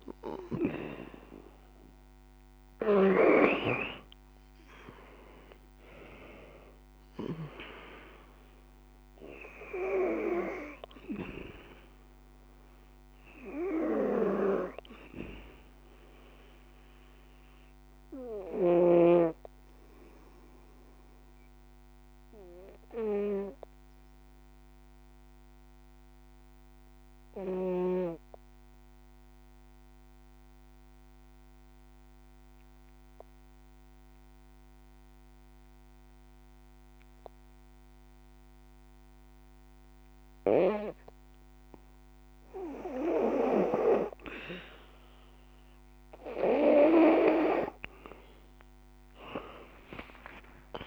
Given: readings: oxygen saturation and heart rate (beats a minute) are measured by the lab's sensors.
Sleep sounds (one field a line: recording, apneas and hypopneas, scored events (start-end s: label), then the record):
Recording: breathing in sleep by a microphone on the trachea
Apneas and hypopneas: 1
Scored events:
0.00-2.00 s: arousal
7.00-34.00 s: oxygen desaturation (device-marked, oxygen 94% before, 85% lowest, heart rate 63 before, 52 extreme)
16.00-40.50 s: obstructive apnea (oxygen 94% before, 81% lowest, heart rate 62 before, 52 extreme, up 8 after)
47.00-50.87 s: oxygen desaturation (device-marked, oxygen 96% before, 81% lowest, heart rate 60 before, 50 extreme)
49.00-50.87 s: arousal
From the record:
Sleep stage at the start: N2 (light sleep)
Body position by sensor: on the back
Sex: female